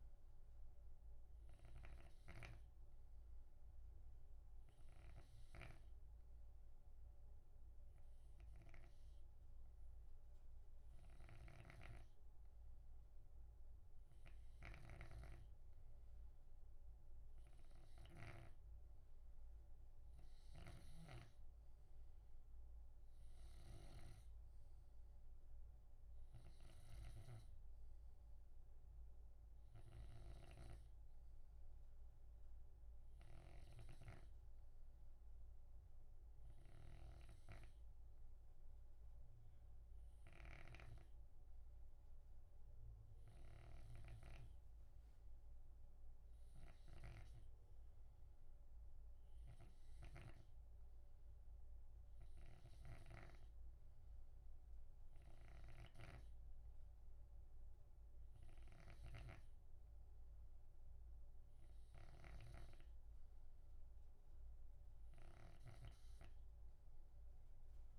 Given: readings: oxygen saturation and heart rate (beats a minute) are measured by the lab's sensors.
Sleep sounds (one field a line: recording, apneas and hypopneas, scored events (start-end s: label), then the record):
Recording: breathing in sleep by a room microphone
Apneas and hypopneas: none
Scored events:
0.00-67.99 s: snoring (device-marked)
From the record:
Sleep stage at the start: N2 (light sleep)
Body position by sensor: on the left side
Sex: male